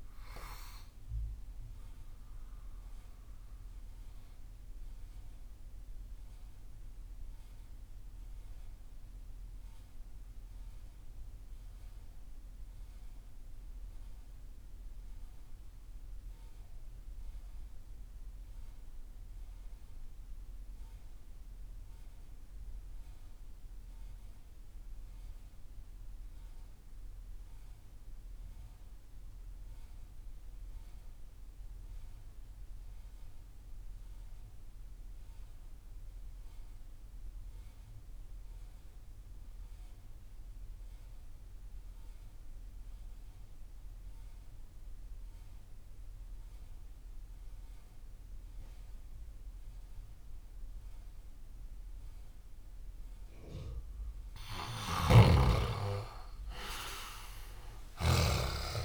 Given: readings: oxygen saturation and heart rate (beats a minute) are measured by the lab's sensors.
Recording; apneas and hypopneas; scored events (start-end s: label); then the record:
breathing in sleep by a room microphone; 1
0.00-15.00 s: oxygen desaturation (device-marked, oxygen 87% lowest)
1.00-53.50 s: obstructive apnea (oxygen 97% before, 73% lowest)
34.00-58.85 s: oxygen desaturation (device-marked, oxygen 97% before, 73% lowest)
54.00-58.00 s: snoring (device-marked)
57.50-58.85 s: arousal
From the record:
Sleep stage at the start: REM sleep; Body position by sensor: on the left side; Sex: male